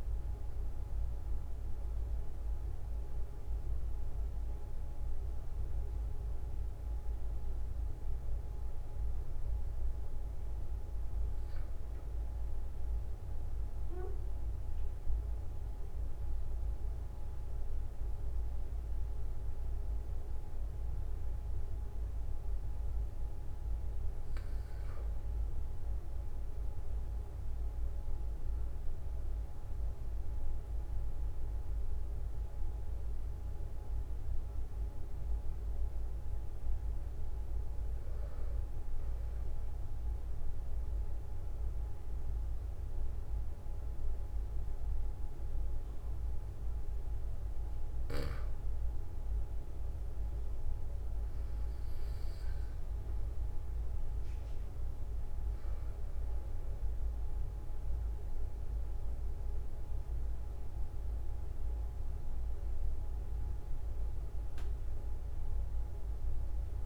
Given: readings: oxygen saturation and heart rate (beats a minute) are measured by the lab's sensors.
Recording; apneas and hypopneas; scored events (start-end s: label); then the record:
breathing in sleep, hard to hear, by a room microphone; 2
3.50-16.00 s: hypopnea (oxygen 96% before, 94% lowest, heart rate 71 before, 45 extreme, up 2 after)
13.50-66.85 s: new sleep stage, N2 (light sleep)
24.50-29.00 s: arousal
40.00-51.50 s: hypopnea (oxygen 98% before, 93% lowest, heart rate 46 before, 44 extreme, up 2 after)
59.00-63.50 s: arousal
From the record:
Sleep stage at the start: N1 (lightest sleep); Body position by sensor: on the back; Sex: male